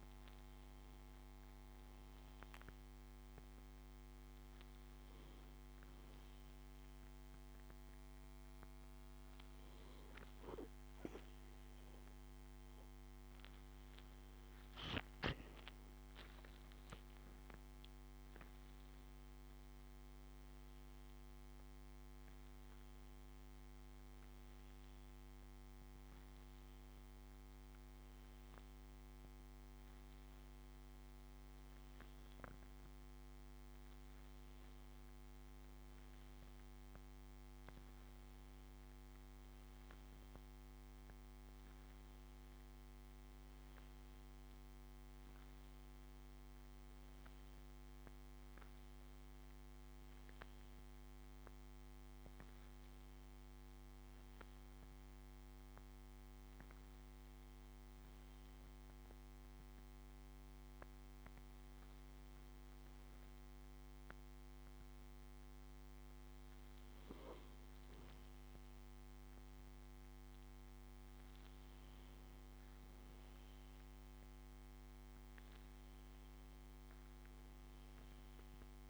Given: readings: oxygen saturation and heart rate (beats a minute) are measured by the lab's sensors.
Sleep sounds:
breathing in sleep, hard to hear, by a microphone on the trachea; none
none scored
From the record:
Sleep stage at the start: N2 (light sleep); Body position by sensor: on the back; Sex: male

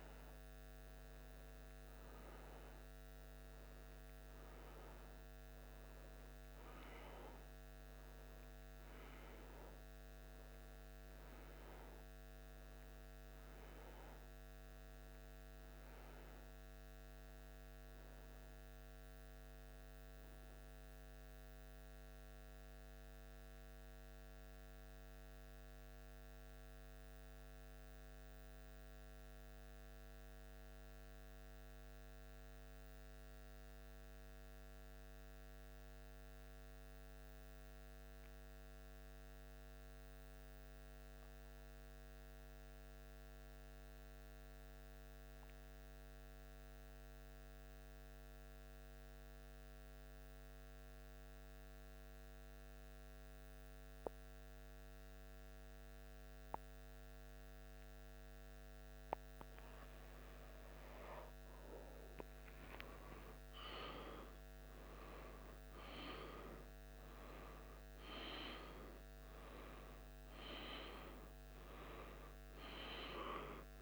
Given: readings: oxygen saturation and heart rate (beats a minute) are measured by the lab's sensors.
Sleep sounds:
breathing in sleep by a microphone on the trachea; 1
0.00-1.00 s: arousal
0.00-5.50 s: oxygen desaturation (device-marked, oxygen 90% lowest, heart rate 74 extreme)
22.00-60.00 s: mixed apnea (oxygen 96% before, 93% lowest, heart rate 76 before, 73 extreme, up 2 after)
62.00-66.50 s: arousal
From the record:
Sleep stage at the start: N2 (light sleep); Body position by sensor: on the back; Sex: male

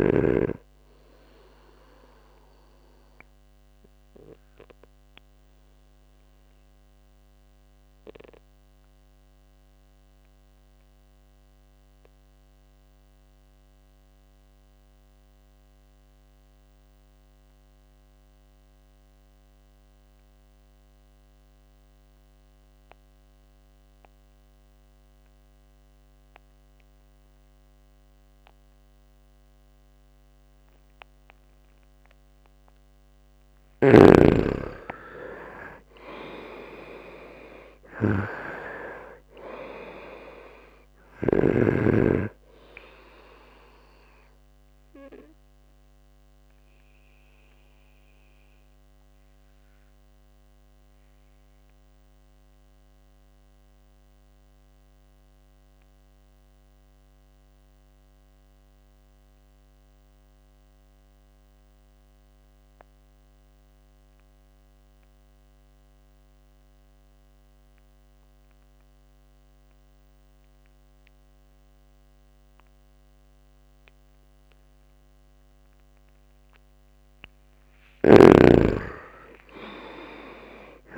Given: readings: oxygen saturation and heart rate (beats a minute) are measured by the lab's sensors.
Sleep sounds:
breathing in sleep by a microphone on the trachea; 2
0.00-16.00 s: oxygen desaturation (device-marked, oxygen 80% lowest, heart rate 65 extreme)
2.50-31.50 s: obstructive apnea (oxygen 98% before, 80% lowest, heart rate 72 before, 65 extreme, up 10 after)
31.00-63.00 s: oxygen desaturation (device-marked, oxygen 98% before, 82% lowest, heart rate 70 before, 65 extreme)
33.50-38.50 s: arousal
44.50-76.50 s: obstructive apnea (oxygen 99% before, 80% lowest, heart rate 70 before, 65 extreme, up 11 after)
75.00-80.98 s: oxygen desaturation (device-marked, oxygen 99% before, 80% lowest, heart rate 70 before, 68 extreme)
77.50-80.98 s: snoring (device-marked)
78.50-80.98 s: arousal
From the record:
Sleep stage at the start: N2 (light sleep); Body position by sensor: on the right side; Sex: male

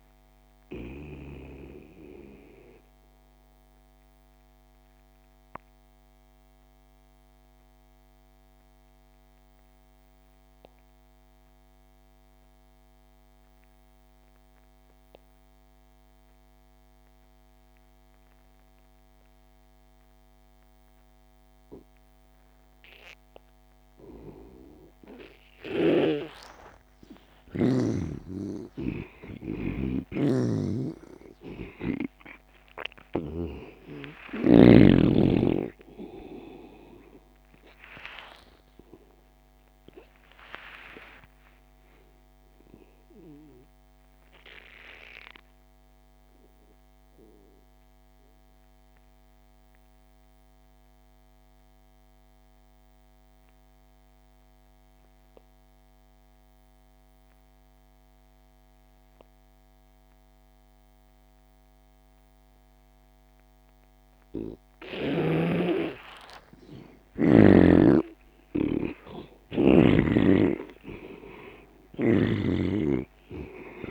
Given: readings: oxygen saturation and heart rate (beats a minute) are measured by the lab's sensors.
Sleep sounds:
breathing in sleep by a microphone on the trachea; 2
0.00-6.00 s: oxygen desaturation (device-marked, oxygen 82% lowest)
1.00-24.50 s: obstructive apnea (oxygen 98% before, 82% lowest)
24.00-48.00 s: oxygen desaturation (device-marked, oxygen 98% before, 82% lowest)
26.50-31.00 s: arousal
28.00-33.50 s: snoring (device-marked)
41.00-65.50 s: obstructive apnea (oxygen 99% before, 82% lowest)
63.00-73.91 s: oxygen desaturation (device-marked, oxygen 98% before, 83% lowest)
66.00-69.50 s: arousal
From the record:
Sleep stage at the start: N2 (light sleep); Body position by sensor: on the back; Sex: male

